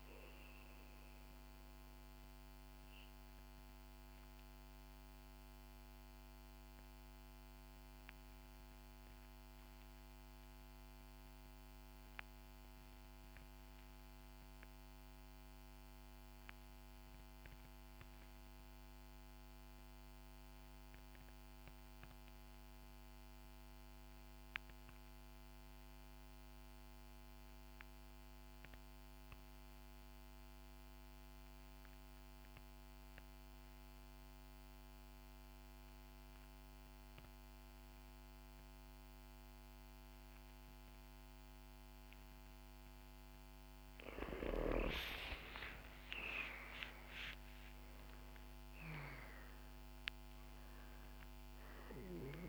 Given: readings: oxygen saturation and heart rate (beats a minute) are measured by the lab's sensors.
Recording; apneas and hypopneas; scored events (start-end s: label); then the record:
breathing in sleep by a microphone on the trachea; 1
0.00-8.00 s: oxygen desaturation (device-marked, oxygen 79% lowest, heart rate 62 extreme)
1.50-43.00 s: obstructive apnea (oxygen 90% before, 78% lowest, heart rate 70 before, 59 extreme, up 12 after)
27.00-52.49 s: oxygen desaturation (device-marked, oxygen 96% before, 78% lowest, heart rate 65 before, 59 extreme)
40.50-42.50 s: long interval between heartbeats (device-marked, heart rate 64 before, 66 extreme)
45.00-50.00 s: arousal
From the record:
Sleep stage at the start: N2 (light sleep); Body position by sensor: on the back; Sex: female